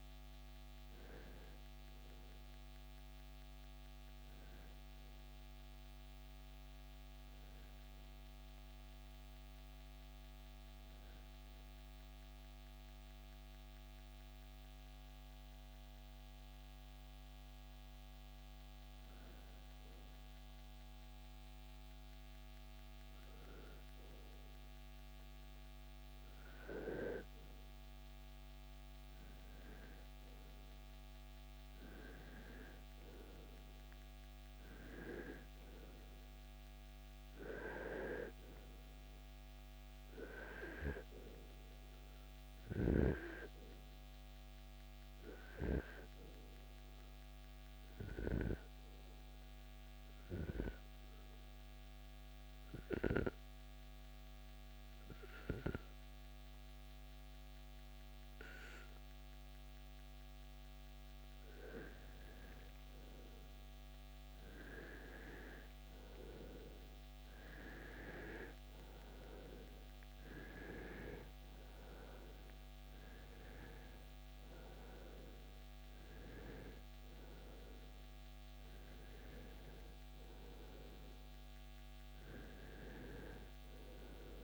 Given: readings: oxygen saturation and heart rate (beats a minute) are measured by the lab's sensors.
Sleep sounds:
breathing in sleep by a microphone on the trachea; 2
0.50-19.50 s: oxygen desaturation (device-marked, oxygen 91% before, 85% lowest, heart rate 80 before, 55 extreme)
9.00-25.50 s: hypopnea (oxygen 91% before, 85% lowest, heart rate 82 before, 55 extreme, up 6 after)
29.50-35.00 s: arousal
41.50-69.50 s: oxygen desaturation (device-marked, oxygen 96% before, 89% lowest, heart rate 63 before, 63 extreme)
49.00-60.50 s: obstructive apnea (oxygen 97% before, 87% lowest, heart rate 65 before, 63 extreme, up 2 after)
62.50-67.00 s: arousal
From the record:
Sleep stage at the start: REM sleep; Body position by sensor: on the right side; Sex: male

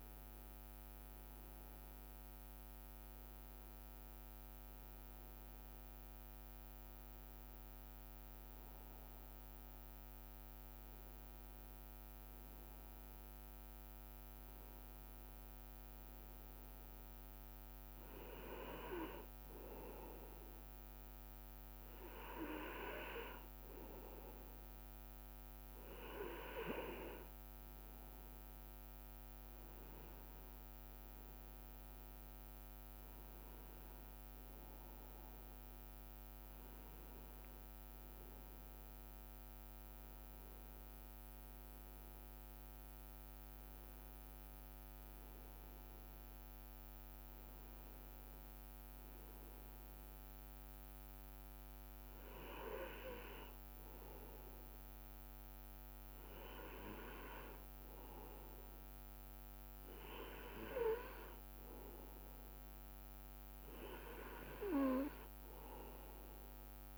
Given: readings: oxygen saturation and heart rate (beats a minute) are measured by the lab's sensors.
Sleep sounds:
breathing in sleep by a microphone on the trachea; none
5.50-65.50 s: new sleep stage, N2 (light sleep)
65.50-66.98 s: new sleep stage, awake
From the record:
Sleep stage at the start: N1 (lightest sleep); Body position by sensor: on the right side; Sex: male

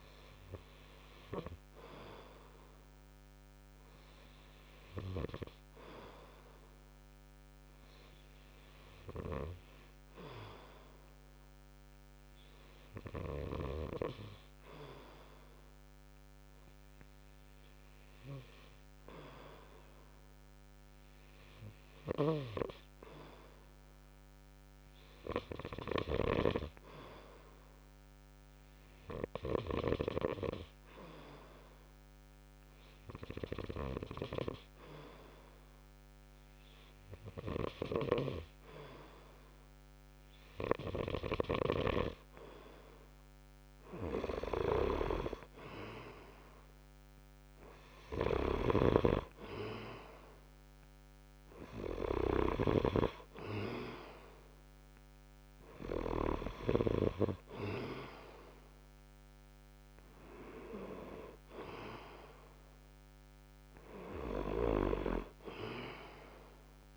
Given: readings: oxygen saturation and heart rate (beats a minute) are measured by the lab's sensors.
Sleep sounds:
breathing in sleep by a microphone on the trachea; 1
6.50-41.00 s: obstructive apnea (oxygen 97% before, 94% lowest)
22.00-30.00 s: snoring (device-marked)
41.50-56.50 s: snoring (device-marked)
44.00-47.00 s: arousal
From the record:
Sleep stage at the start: N2 (light sleep); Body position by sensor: on the right side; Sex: male

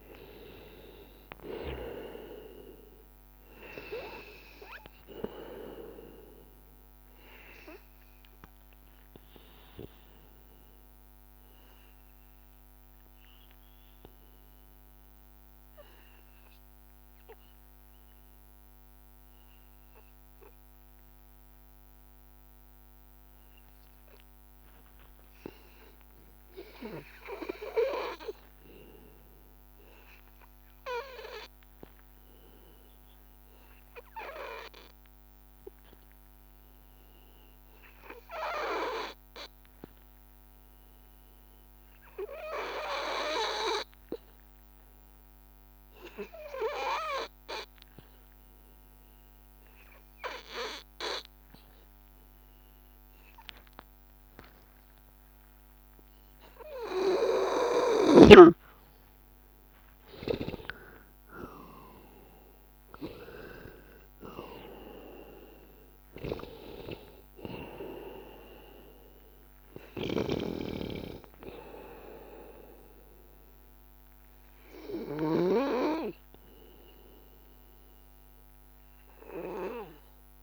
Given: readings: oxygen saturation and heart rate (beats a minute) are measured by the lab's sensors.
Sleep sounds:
breathing in sleep by a microphone on the trachea; 1
0.00-20.00 s: oxygen desaturation (device-marked, oxygen 87% lowest, heart rate 85 extreme)
16.50-56.50 s: hypopnea (oxygen 92% before, 90% lowest, heart rate 88 before, 83 extreme, up 1 after)
42.00-80.43 s: oxygen desaturation (device-marked, oxygen 97% before, 90% lowest, heart rate 87 before, 83 extreme)
58.00-64.00 s: arousal
71.50-73.50 s: long interval between heartbeats (device-marked, heart rate 86 before, 88 extreme)
From the record:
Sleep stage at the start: N2 (light sleep); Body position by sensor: on the back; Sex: male

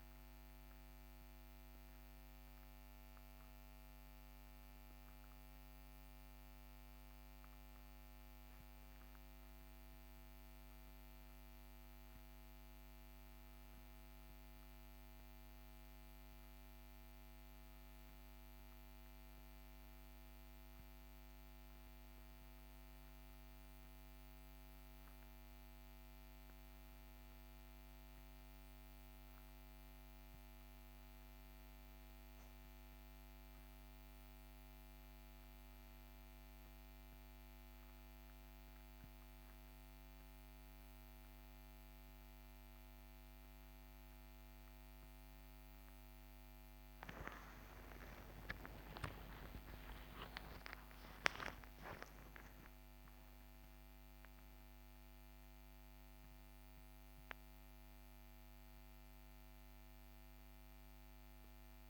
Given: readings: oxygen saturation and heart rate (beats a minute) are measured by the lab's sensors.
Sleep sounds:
breathing in sleep by a microphone on the trachea; none
58.00-61.90 s: new sleep stage, awake
From the record:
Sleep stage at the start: N1 (lightest sleep); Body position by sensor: on the back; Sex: male

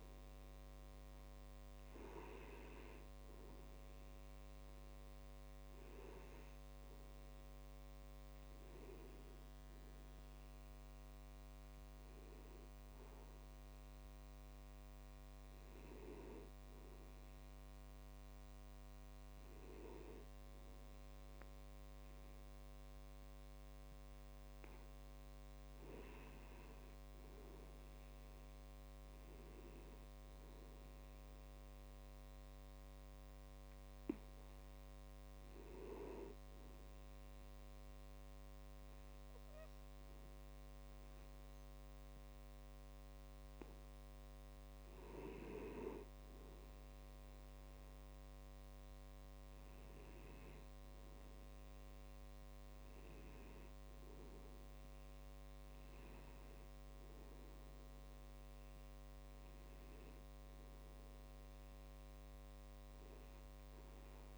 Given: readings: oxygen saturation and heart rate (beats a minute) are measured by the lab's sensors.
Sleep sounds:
breathing in sleep by a microphone on the trachea; none
none scored
From the record:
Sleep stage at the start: N2 (light sleep); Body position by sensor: on the back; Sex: male

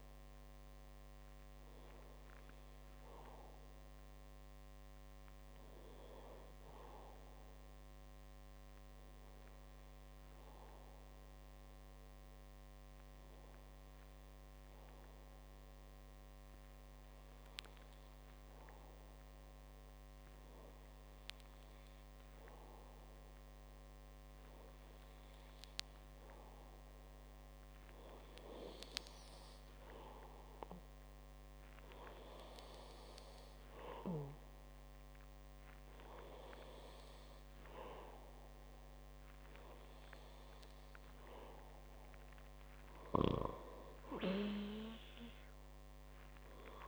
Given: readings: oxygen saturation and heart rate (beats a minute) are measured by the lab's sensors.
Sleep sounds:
breathing in sleep by a microphone on the trachea; 1
7.00-25.00 s: hypopnea (oxygen 96% before, 93% lowest, heart rate 68 before, 57 extreme, up 12 after)
27.50-31.50 s: arousal
38.00-46.88 s: oxygen desaturation (device-marked, oxygen 98% before, 93% lowest, heart rate 69 before, 59 extreme)
From the record:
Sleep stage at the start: N2 (light sleep); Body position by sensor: on the back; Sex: male

